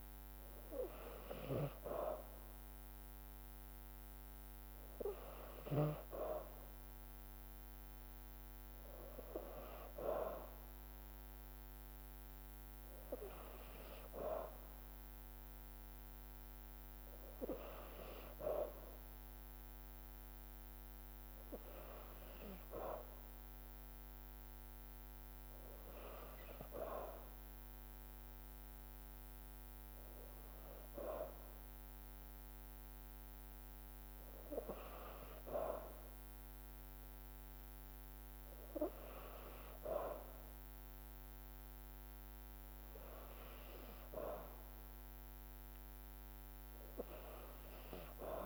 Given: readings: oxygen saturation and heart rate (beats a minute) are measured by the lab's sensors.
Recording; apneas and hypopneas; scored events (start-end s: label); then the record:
breathing in sleep by a microphone on the trachea; none
10.50-17.50 s: drop in pulse transit time (device-marked, heart rate 54 before, 53 extreme)
30.50-42.50 s: drop in pulse transit time (device-marked, heart rate 54 before, 54 extreme)
From the record:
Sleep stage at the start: N2 (light sleep); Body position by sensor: on the back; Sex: female